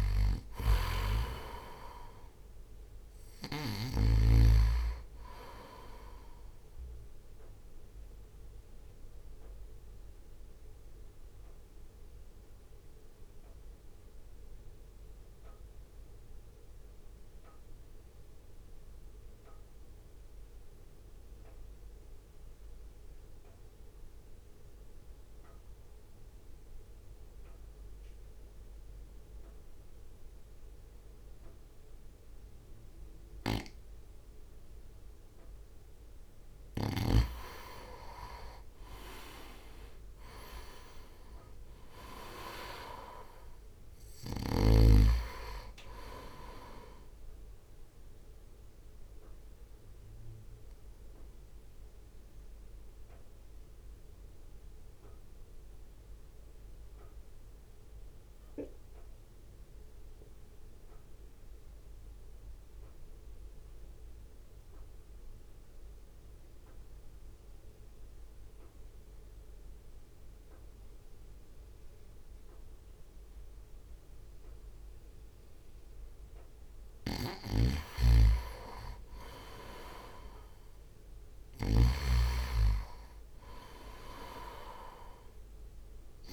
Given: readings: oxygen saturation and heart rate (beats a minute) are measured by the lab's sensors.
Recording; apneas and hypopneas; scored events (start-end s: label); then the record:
breathing in sleep by a room microphone; 2
0.00-4.50 s: snoring (device-marked)
0.00-10.00 s: oxygen desaturation (device-marked, oxygen 92% lowest, heart rate 49 extreme)
0.00-14.00 s: drop in pulse transit time (device-marked, heart rate 49 extreme)
8.00-36.50 s: mixed apnea (oxygen 98% before, 90% lowest, heart rate 57 before, 54 extreme, up 0 after)
38.00-41.50 s: arousal
38.00-51.00 s: drop in pulse transit time (device-marked, heart rate 61 before, 54 extreme)
48.50-77.50 s: mixed apnea (oxygen 98% before, 89% lowest, heart rate 61 before, 47 extreme, up 1 after)
64.00-71.00 s: oxygen desaturation (device-marked, oxygen 94% before, 91% lowest, heart rate 57 before, 47 extreme)
77.50-86.33 s: snoring (device-marked)
79.50-83.00 s: arousal
81.00-86.33 s: drop in pulse transit time (device-marked, heart rate 62 before, 47 extreme)
81.00-86.33 s: oxygen desaturation (device-marked, oxygen 98% before, 92% lowest, heart rate 62 before, 47 extreme)
From the record:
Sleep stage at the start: N2 (light sleep); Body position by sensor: on the right side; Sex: male